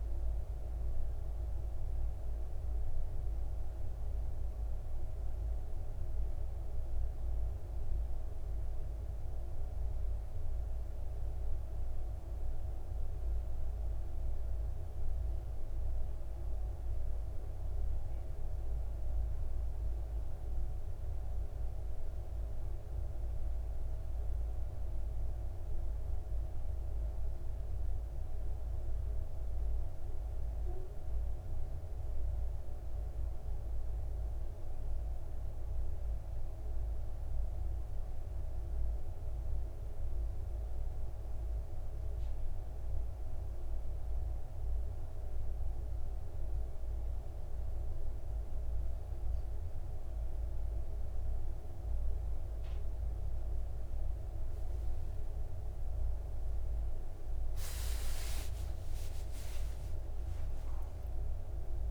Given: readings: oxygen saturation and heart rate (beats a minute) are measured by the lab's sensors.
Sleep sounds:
breathing in sleep, hard to hear, by a room microphone; none
14.00-61.91 s: new sleep stage, N2 (light sleep)
57.50-61.91 s: arousal
60.00-61.91 s: long interval between heartbeats (device-marked, heart rate 63 before, 78 extreme)
From the record:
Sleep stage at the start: N1 (lightest sleep); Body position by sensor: on the back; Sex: male

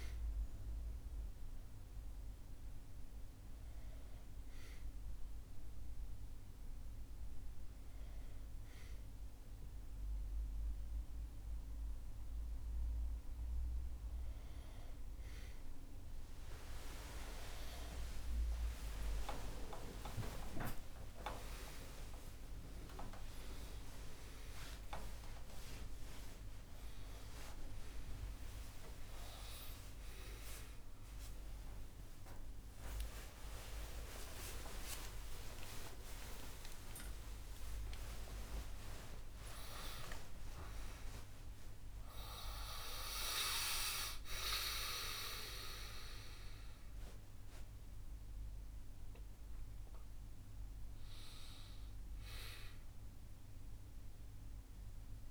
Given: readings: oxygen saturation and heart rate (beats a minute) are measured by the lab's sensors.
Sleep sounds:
a person awake in a sleep study, by a room microphone; none
7.50-55.31 s: new sleep stage, awake
From the record:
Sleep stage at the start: N2 (light sleep); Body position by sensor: on the back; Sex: male

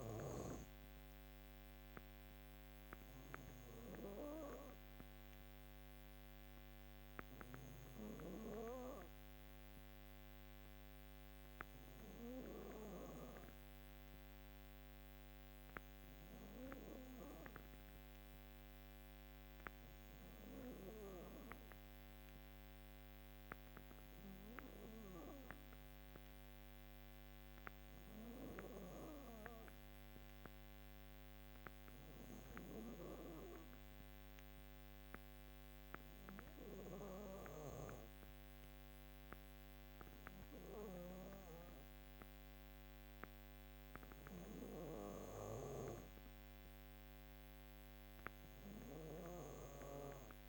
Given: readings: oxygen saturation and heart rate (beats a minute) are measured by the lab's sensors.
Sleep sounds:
breathing in sleep by a microphone on the trachea; none
0.00-3.00 s: drop in pulse transit time (device-marked, heart rate 58 extreme)
43.50-50.49 s: snoring (device-marked)
From the record:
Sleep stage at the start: N2 (light sleep); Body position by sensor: on the back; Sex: female

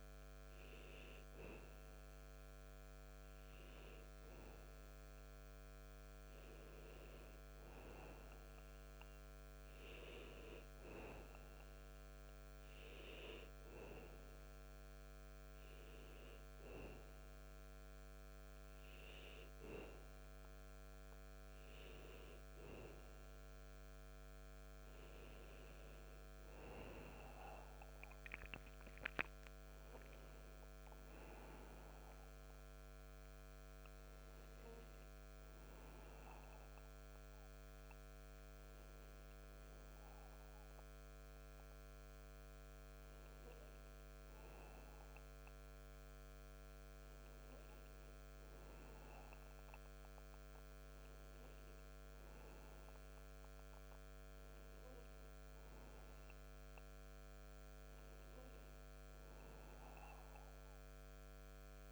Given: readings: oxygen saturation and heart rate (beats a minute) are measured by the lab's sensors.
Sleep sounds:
breathing in sleep by a microphone on the trachea; none
none scored
From the record:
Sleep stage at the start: N2 (light sleep); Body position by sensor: on the back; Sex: male

